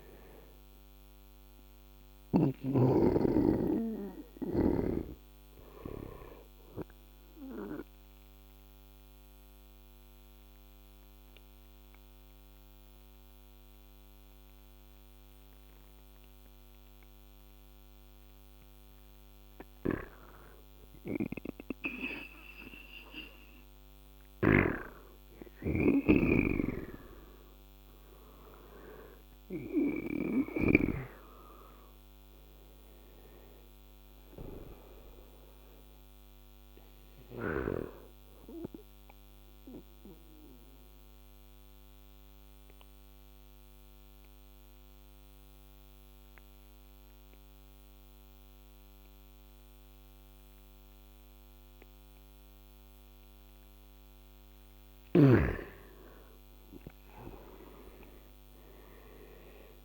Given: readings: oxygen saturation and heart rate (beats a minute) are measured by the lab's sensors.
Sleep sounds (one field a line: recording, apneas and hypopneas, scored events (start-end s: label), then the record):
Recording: breathing in sleep by a microphone on the trachea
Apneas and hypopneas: 2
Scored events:
0.00-13.00 s: oxygen desaturation (device-marked, oxygen 92% lowest, heart rate 80 extreme)
6.00-19.50 s: obstructive apnea (oxygen 96% before, 91% lowest, heart rate 87 before, 80 extreme, up 4 after)
21.00-24.00 s: arousal
23.50-30.00 s: snoring (device-marked)
39.00-55.00 s: obstructive apnea (oxygen 97% before, 90% lowest, heart rate 85 before, 77 extreme, up 8 after)
56.50-59.50 s: arousal
From the record:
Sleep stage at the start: N2 (light sleep)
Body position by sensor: on the right side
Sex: male